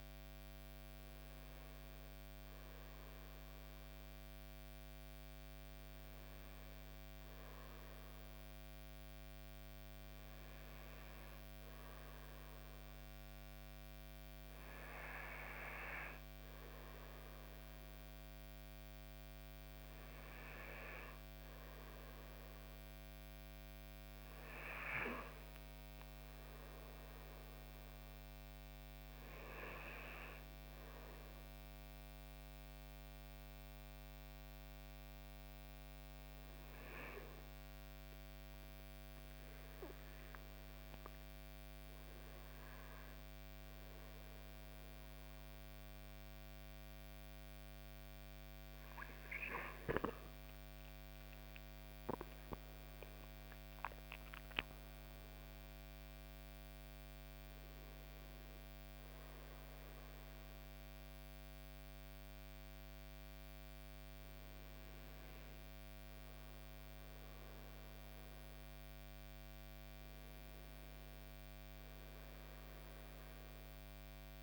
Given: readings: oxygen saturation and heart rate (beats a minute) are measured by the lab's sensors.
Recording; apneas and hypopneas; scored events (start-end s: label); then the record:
breathing in sleep by a microphone on the trachea; none
50.50-54.50 s: arousal
From the record:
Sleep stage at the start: REM sleep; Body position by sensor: on the front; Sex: male